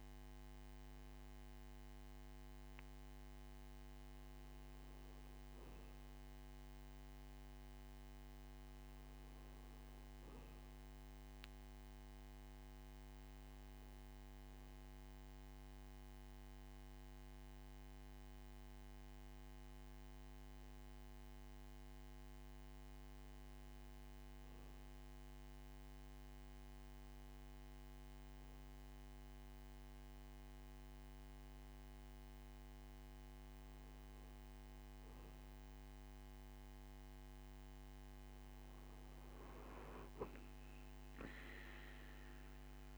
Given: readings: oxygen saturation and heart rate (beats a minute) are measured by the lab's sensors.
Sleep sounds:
breathing in sleep, hard to hear, by a microphone on the trachea; 1
0.00-6.00 s: oxygen desaturation (device-marked, oxygen 95% lowest, heart rate 60 extreme)
13.00-25.00 s: hypopnea (oxygen 96% before, 92% lowest, heart rate 63 before, 63 extreme, up 3 after)
29.50-33.50 s: arousal
41.00-42.97 s: oxygen desaturation (device-marked, oxygen 97% before, 92% lowest, heart rate 66 before, 66 extreme)
From the record:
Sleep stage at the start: REM sleep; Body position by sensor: on the right side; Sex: male

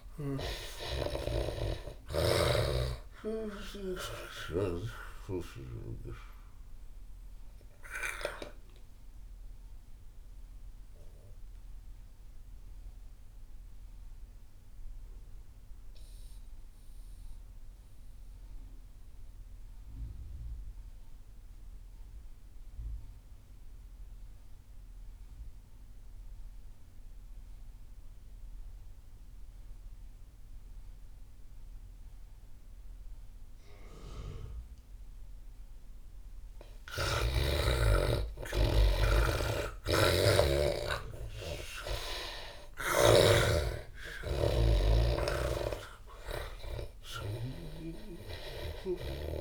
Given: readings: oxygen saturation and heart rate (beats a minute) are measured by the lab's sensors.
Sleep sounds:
breathing in sleep by a room microphone; 1
0.00-6.00 s: snoring (device-marked)
0.00-15.00 s: oxygen desaturation (device-marked, oxygen 79% lowest)
5.00-36.00 s: mixed apnea (oxygen 98% before, 79% lowest)
31.00-49.41 s: oxygen desaturation (device-marked, oxygen 98% before, 83% lowest)
37.00-41.50 s: arousal
39.00-43.00 s: snoring (device-marked)
From the record:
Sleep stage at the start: N2 (light sleep); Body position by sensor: on the back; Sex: male

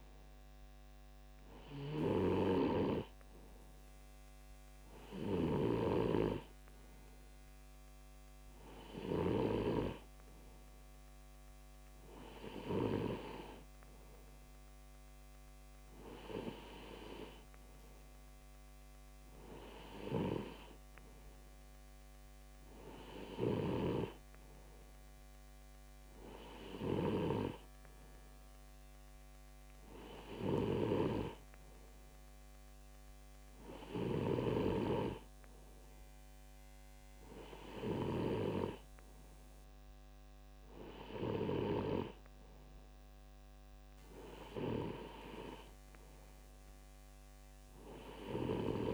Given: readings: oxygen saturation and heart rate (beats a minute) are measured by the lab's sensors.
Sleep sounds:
breathing in sleep by a microphone on the trachea; none
none scored
From the record:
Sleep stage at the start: N2 (light sleep); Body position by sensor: on the left side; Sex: male

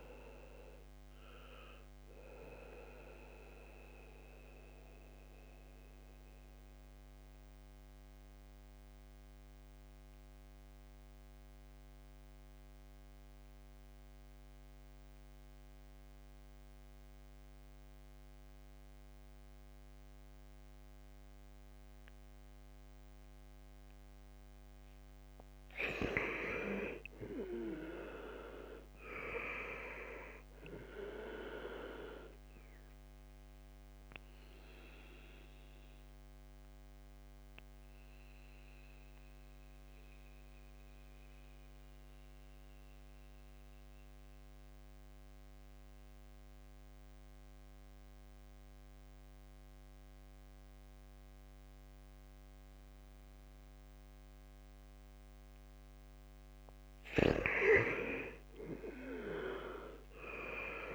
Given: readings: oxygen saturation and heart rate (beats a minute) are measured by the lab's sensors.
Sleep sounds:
breathing in sleep by a microphone on the trachea; 2
0.00-25.00 s: oxygen desaturation (device-marked, oxygen 88% lowest, heart rate 63 extreme)
2.00-23.50 s: mixed apnea (oxygen 97% before, 84% lowest, heart rate 73 before, 63 extreme, up 4 after)
25.00-29.00 s: arousal
32.00-51.00 s: oxygen desaturation (device-marked, oxygen 98% before, 85% lowest, heart rate 71 before, 63 extreme)
32.50-56.00 s: mixed apnea (oxygen 98% before, 84% lowest, heart rate 71 before, 63 extreme, up 2 after)
58.00-60.95 s: arousal
From the record:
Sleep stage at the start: N2 (light sleep); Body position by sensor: on the back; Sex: male

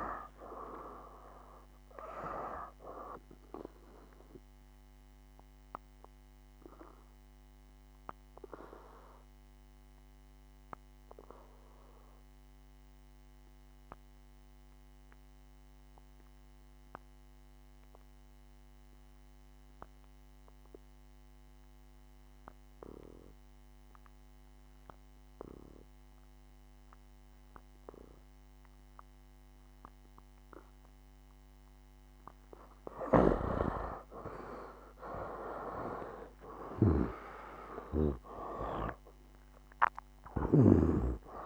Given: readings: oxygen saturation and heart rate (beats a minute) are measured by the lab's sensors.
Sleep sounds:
breathing in sleep by a microphone on the trachea; 1
0.00-19.50 s: oxygen desaturation (device-marked, oxygen 76% lowest, heart rate 61 extreme)
5.00-33.00 s: obstructive apnea (oxygen 98% before, 76% lowest, heart rate 69 before, 57 extreme, up 13 after)
24.50-41.46 s: oxygen desaturation (device-marked, oxygen 98% before, 77% lowest, heart rate 65 before, 57 extreme)
34.00-39.00 s: arousal
From the record:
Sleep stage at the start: N2 (light sleep); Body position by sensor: on the back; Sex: male

